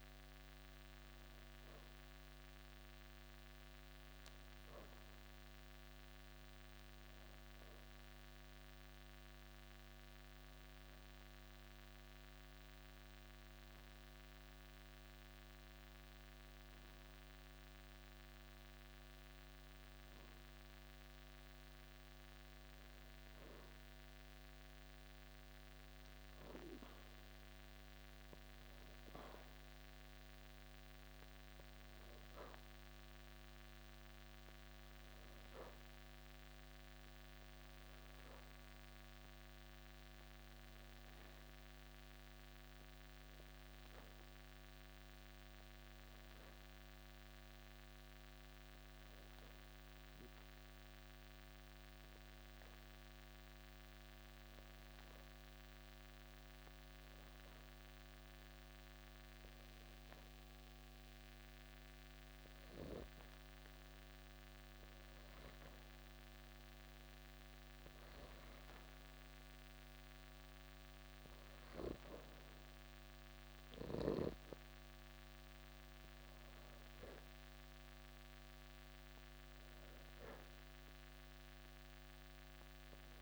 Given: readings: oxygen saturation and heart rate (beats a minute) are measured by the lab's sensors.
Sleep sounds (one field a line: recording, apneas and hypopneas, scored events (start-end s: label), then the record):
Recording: breathing in sleep, hard to hear, by a microphone on the trachea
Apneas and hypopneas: 2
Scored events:
0.00-8.50 s: oxygen desaturation (device-marked, oxygen 91% lowest, heart rate 55 extreme)
12.50-23.00 s: hypopnea (oxygen 95% before, 91% lowest, heart rate 84 before, 55 extreme, up 23 after)
25.00-28.00 s: arousal
32.50-49.50 s: oxygen desaturation (device-marked, oxygen 96% before, 92% lowest, heart rate 69 before, 87 extreme)
39.00-71.00 s: hypopnea (oxygen 96% before, 90% lowest, heart rate 79 before, 56 extreme, up 22 after)
75.50-79.00 s: arousal
From the record:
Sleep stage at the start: N2 (light sleep)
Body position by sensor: on the back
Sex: male